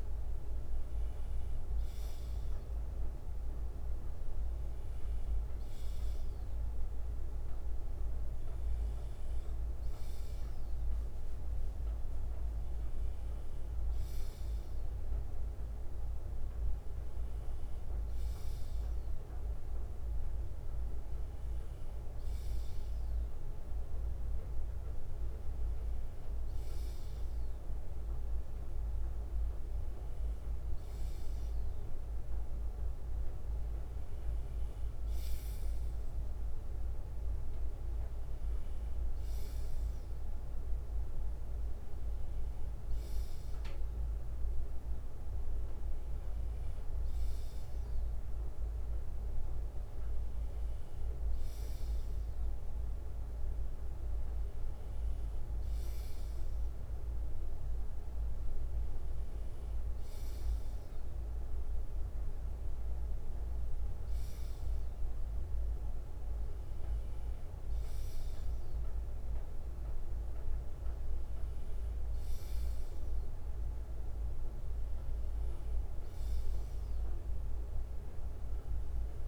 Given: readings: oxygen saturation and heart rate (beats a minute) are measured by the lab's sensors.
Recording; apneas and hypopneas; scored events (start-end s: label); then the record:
breathing in sleep, hard to hear, by a room microphone; none
0.00-6.50 s: bradycardia (device-marked, heart rate 56 extreme)
8.50-12.50 s: bradycardia (device-marked, heart rate 60 before, 57 extreme)
17.50-23.50 s: bradycardia (device-marked, heart rate 60 before, 58 extreme)
28.50-31.50 s: bradycardia (device-marked, heart rate 60 before, 55 extreme)
41.50-47.50 s: bradycardia (device-marked, heart rate 61 before, 58 extreme)
50.50-53.50 s: bradycardia (device-marked, heart rate 61 before, 60 extreme)
55.50-61.50 s: bradycardia (device-marked, heart rate 61 before, 56 extreme)
From the record:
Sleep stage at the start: N2 (light sleep); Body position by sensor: on the left side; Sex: male